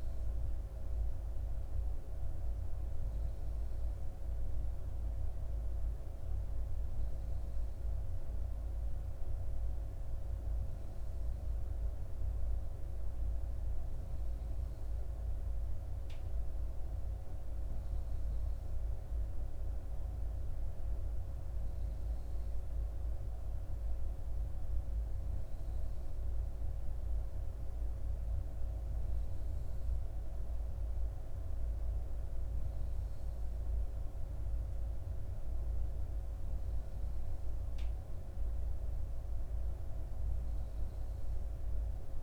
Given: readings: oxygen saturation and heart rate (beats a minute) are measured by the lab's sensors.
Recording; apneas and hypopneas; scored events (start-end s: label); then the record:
breathing in sleep, hard to hear, by a room microphone; none
none scored
From the record:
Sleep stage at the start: N3 (deep sleep); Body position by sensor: on the back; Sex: female